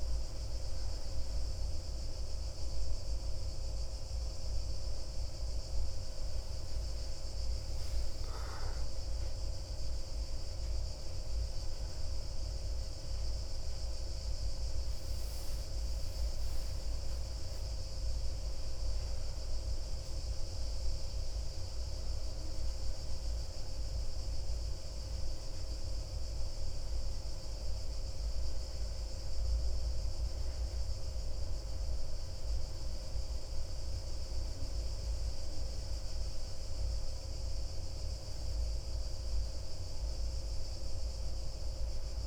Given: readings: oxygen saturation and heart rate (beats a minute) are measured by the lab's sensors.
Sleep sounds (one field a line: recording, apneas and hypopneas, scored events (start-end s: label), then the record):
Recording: a person awake in a sleep study, hard to hear, by a room microphone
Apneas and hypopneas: none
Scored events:
none scored
From the record:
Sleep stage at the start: awake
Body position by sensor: on the back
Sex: male